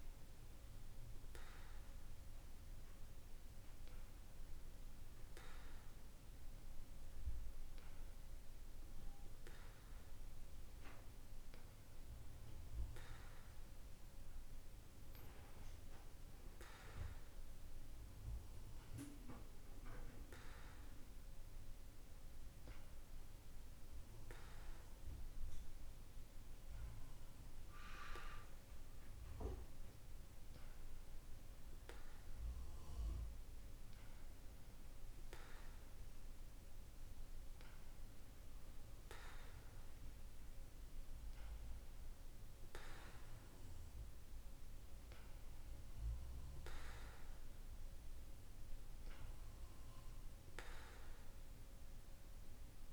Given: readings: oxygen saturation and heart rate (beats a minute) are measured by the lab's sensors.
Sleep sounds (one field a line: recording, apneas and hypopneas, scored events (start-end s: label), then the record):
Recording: breathing in sleep by a room microphone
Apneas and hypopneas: none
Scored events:
none scored
From the record:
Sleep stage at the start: N2 (light sleep)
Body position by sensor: on the back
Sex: male